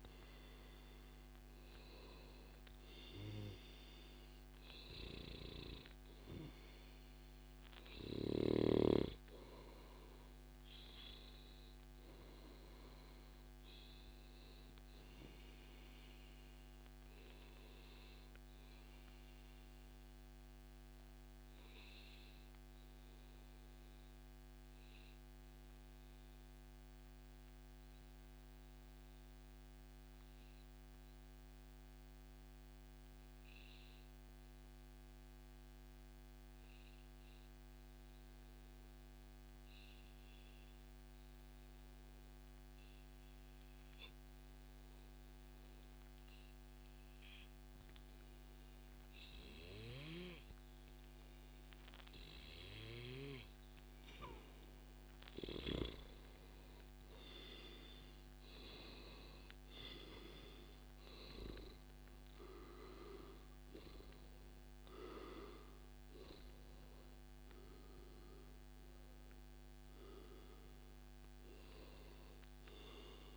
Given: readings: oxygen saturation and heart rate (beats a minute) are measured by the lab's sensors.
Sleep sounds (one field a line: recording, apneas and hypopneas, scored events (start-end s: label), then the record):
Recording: breathing in sleep by a microphone on the trachea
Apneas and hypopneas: 1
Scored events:
10.50-14.50 s: oxygen desaturation (device-marked, oxygen 96% before, 93% lowest, heart rate 141 before, 105 extreme)
15.00-17.00 s: long interval between heartbeats (device-marked, heart rate 141 before, 132 extreme)
18.50-53.50 s: obstructive apnea (oxygen 97% before, 93% lowest, heart rate 139 before, 94 extreme, up 15 after)
54.50-73.37 s: oxygen desaturation (device-marked, oxygen 98% before, 93% lowest, heart rate 136 before, 97 extreme)
56.50-61.00 s: arousal
From the record:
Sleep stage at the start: N2 (light sleep)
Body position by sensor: on the back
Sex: male